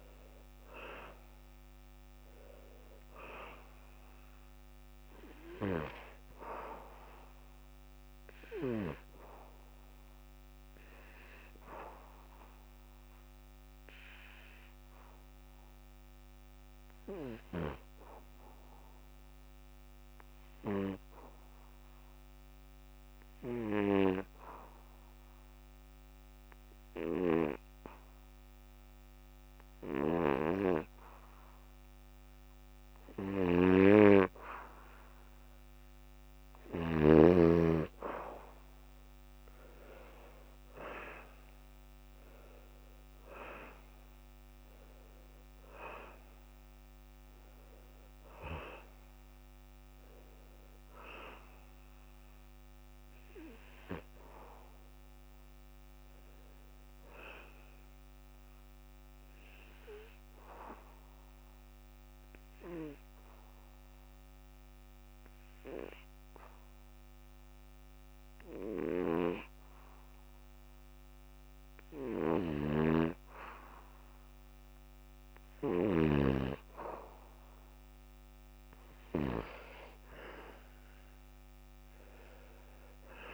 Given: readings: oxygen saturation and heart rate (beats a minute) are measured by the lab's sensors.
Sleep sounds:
breathing in sleep by a microphone on the trachea; 2
0.00-24.50 s: oxygen desaturation (device-marked, oxygen 85% lowest, heart rate 67 extreme)
13.50-33.00 s: hypopnea (oxygen 95% before, 83% lowest, heart rate 76 before, 67 extreme, up 0 after)
35.00-39.00 s: arousal
40.50-71.50 s: oxygen desaturation (device-marked, oxygen 96% before, 83% lowest, heart rate 70 before, 69 extreme)
61.00-76.00 s: hypopnea (oxygen 96% before, 83% lowest, heart rate 78 before, 69 extreme, up 0 after)
78.50-82.50 s: arousal
From the record:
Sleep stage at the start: N2 (light sleep); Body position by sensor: on the back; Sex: male

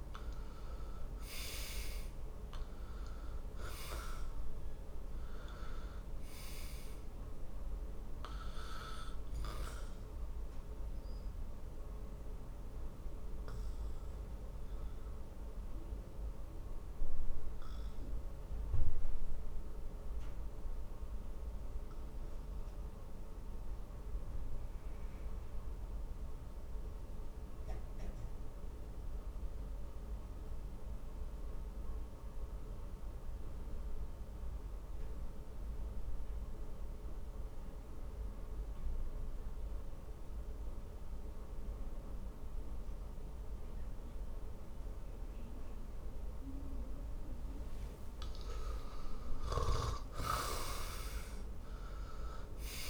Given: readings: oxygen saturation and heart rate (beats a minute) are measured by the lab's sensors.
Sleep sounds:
breathing in sleep by a room microphone; 1
0.00-38.00 s: oxygen desaturation (device-marked, oxygen 75% lowest, heart rate 48 extreme)
11.00-46.50 s: obstructive apnea (oxygen 99% before, 74% lowest, heart rate 65 before, 46 extreme, up 19 after)
48.00-52.50 s: arousal
From the record:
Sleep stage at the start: N2 (light sleep); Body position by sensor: on the back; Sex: male

